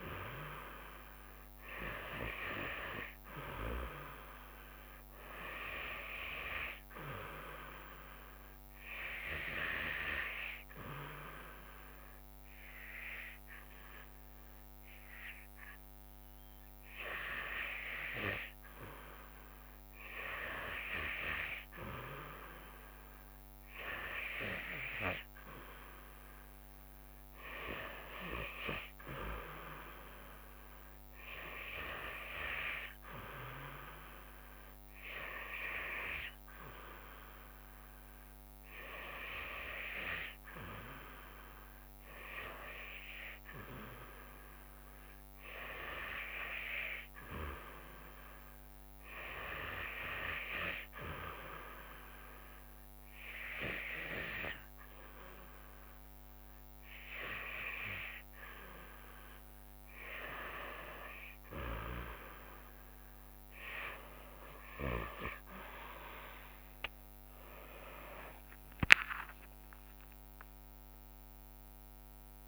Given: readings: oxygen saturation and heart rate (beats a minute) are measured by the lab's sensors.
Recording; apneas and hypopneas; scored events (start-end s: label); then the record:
breathing in sleep by a microphone on the trachea; 2
0.00-6.00 s: oxygen desaturation (device-marked, oxygen 92% lowest, heart rate 69 extreme)
10.50-21.50 s: obstructive apnea (oxygen 96% before, 92% lowest, heart rate 71 before, 69 extreme, up 7 after)
24.50-28.50 s: arousal
50.50-61.00 s: obstructive apnea (oxygen 95% before, 92% lowest, heart rate 74 before, 71 extreme, up 21 after)
60.00-72.48 s: new sleep stage, awake
66.00-72.48 s: tachycardia (device-marked, heart rate 73 before, 159 extreme)
70.00-72.48 s: drop in pulse transit time (device-marked, heart rate 75 before, 69 extreme)
From the record:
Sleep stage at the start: REM sleep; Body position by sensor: on the back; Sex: female